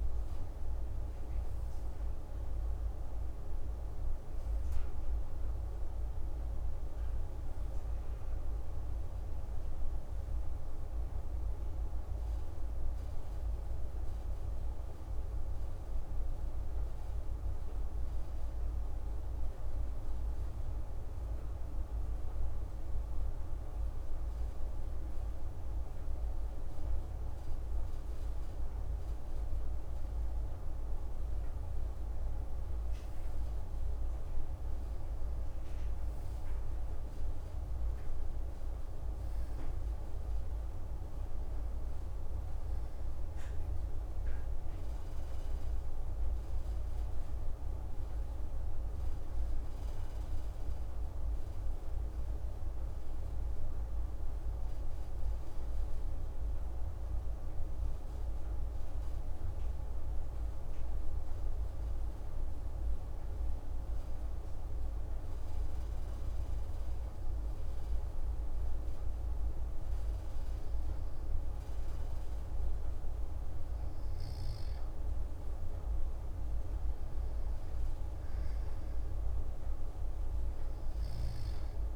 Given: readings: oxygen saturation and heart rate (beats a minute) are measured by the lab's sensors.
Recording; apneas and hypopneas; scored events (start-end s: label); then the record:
breathing in sleep, hard to hear, by a room microphone; 2
8.50-12.50 s: arousal
16.00-29.00 s: obstructive apnea (oxygen 97% before, 94% lowest)
19.00-81.96 s: new sleep stage, N2 (light sleep)
32.00-37.00 s: arousal
35.00-50.00 s: oxygen desaturation (device-marked, oxygen 97% before, 94% lowest)
51.50-72.50 s: hypopnea (oxygen 97% before, 94% lowest)
74.50-78.00 s: arousal
From the record:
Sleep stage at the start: N1 (lightest sleep); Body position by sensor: on the back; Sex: male